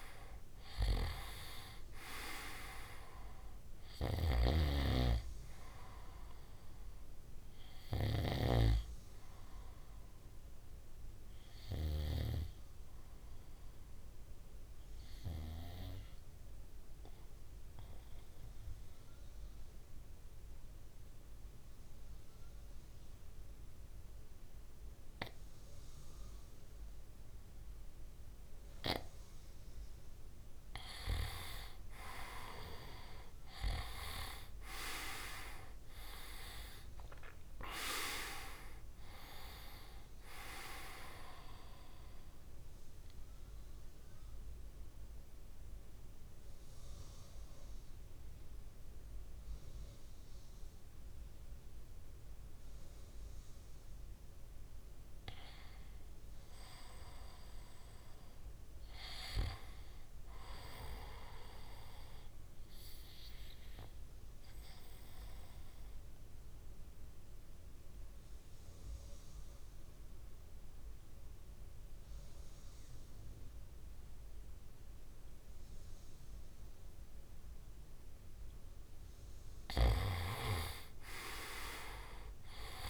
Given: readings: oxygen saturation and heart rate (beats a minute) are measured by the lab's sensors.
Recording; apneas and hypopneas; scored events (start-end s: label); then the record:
breathing in sleep by a room microphone; 3
0.00-16.00 s: oxygen desaturation (device-marked, oxygen 91% lowest, heart rate 58 extreme)
15.50-30.00 s: obstructive apnea (oxygen 97% before, 92% lowest, heart rate 60 before, 55 extreme, up 7 after)
32.00-51.00 s: oxygen desaturation (device-marked, oxygen 97% before, 92% lowest, heart rate 60 before, 55 extreme)
33.00-37.50 s: arousal
42.00-53.00 s: obstructive apnea (oxygen 98% before, 91% lowest, heart rate 65 before, 55 extreme, up 5 after)
55.00-59.00 s: arousal
65.00-78.50 s: obstructive apnea (oxygen 98% before, 91% lowest, heart rate 58 before, 55 extreme, up 5 after)
80.00-82.90 s: arousal
81.00-82.90 s: oxygen desaturation (device-marked, oxygen 96% before, 91% lowest, heart rate 59 before, 55 extreme)
From the record:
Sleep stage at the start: N2 (light sleep); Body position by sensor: on the back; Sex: male